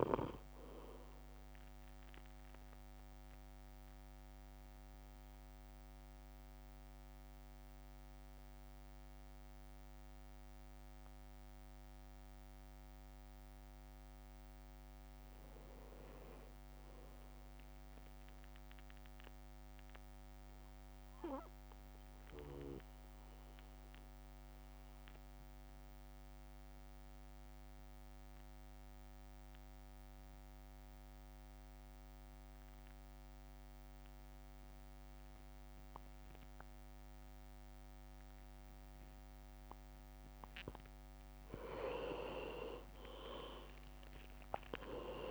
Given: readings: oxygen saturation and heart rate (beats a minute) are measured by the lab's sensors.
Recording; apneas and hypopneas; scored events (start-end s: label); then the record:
breathing in sleep by a microphone on the trachea; 2
2.00-13.50 s: obstructive apnea (oxygen 99% before, 94% lowest, heart rate 55 before, 50 extreme, up 7 after)
14.00-26.00 s: drop in pulse transit time (device-marked, heart rate 53 before, 50 extreme)
15.00-17.50 s: arousal
21.00-39.50 s: obstructive apnea (oxygen 100% before, 94% lowest, heart rate 54 before, 50 extreme, up 6 after)
42.00-45.31 s: drop in pulse transit time (device-marked, heart rate 53 before, 53 extreme)
43.00-45.31 s: arousal
44.00-45.31 s: leg movement (device-marked)
From the record:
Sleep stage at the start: N2 (light sleep); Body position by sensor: on the back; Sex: male